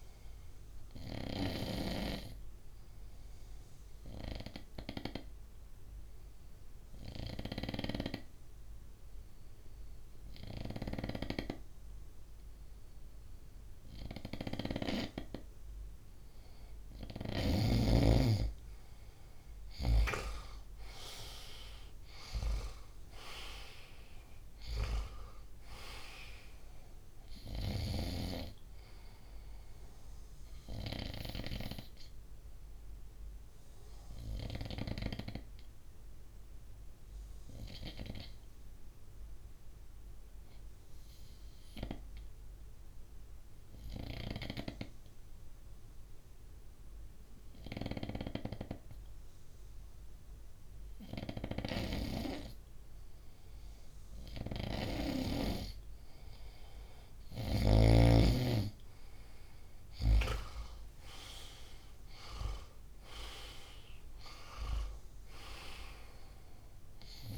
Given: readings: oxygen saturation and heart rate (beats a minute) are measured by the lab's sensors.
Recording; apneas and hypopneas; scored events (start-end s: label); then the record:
breathing in sleep by a room microphone; 2
1.50-15.00 s: obstructive apnea (oxygen 98% before, 93% lowest, heart rate 63 before, 63 extreme, up 4 after)
17.50-22.00 s: arousal
21.00-40.00 s: oxygen desaturation (device-marked, oxygen 97% before, 93% lowest, heart rate 64 before, 62 extreme)
31.00-53.00 s: obstructive apnea (oxygen 97% before, 93% lowest, heart rate 66 before, 62 extreme, up 2 after)
47.50-57.50 s: snoring (device-marked)
55.50-59.50 s: arousal
57.00-65.00 s: oxygen desaturation (device-marked, oxygen 97% before, 93% lowest, heart rate 63 before, 62 extreme)
From the record:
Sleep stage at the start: N2 (light sleep); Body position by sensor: on the front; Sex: male